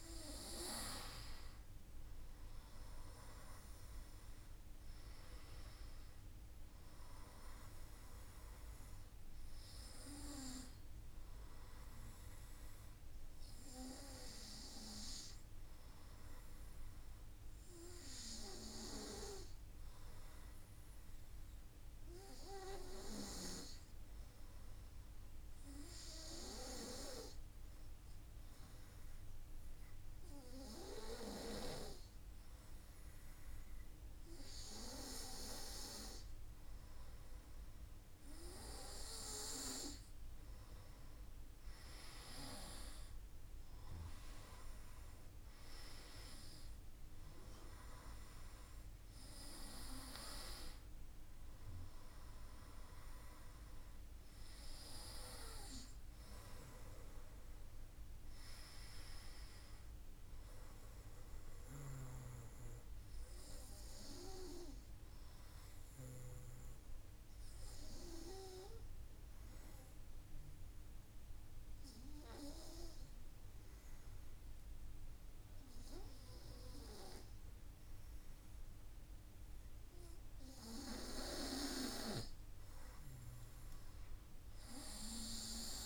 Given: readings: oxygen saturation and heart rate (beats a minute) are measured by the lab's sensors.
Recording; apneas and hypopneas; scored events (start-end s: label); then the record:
breathing in sleep by a room microphone; 2
16.00-19.50 s: arousal
25.00-37.00 s: obstructive apnea (oxygen 96% before, 94% lowest, heart rate 56 before, 54 extreme, up 2 after)
40.50-43.50 s: arousal
65.00-81.00 s: obstructive apnea (oxygen 96% before, 93% lowest, heart rate 57 before, 53 extreme, up 1 after)
From the record:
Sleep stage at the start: N2 (light sleep); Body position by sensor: on the back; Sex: male